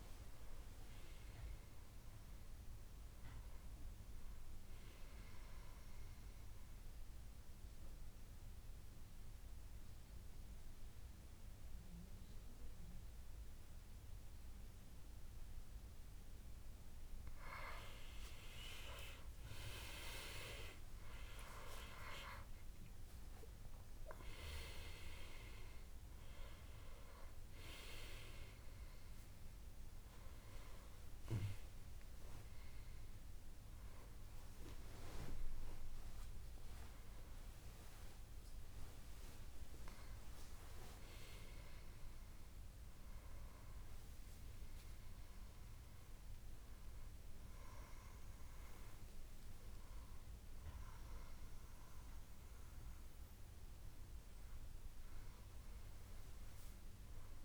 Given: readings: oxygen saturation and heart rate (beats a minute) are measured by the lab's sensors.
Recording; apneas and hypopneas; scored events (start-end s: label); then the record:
breathing in sleep by a room microphone; 1
5.50-17.50 s: obstructive apnea (oxygen 98% before, 90% lowest, heart rate 80 before, 67 extreme, up 15 after)
11.00-13.00 s: long interval between heartbeats (device-marked, heart rate 78 before, 71 extreme)
20.00-23.50 s: arousal
29.00-37.00 s: oxygen desaturation (device-marked, oxygen 96% before, 90% lowest, heart rate 76 before, 74 extreme)
52.00-56.00 s: arousal
From the record:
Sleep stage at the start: N2 (light sleep); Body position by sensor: on the back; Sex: male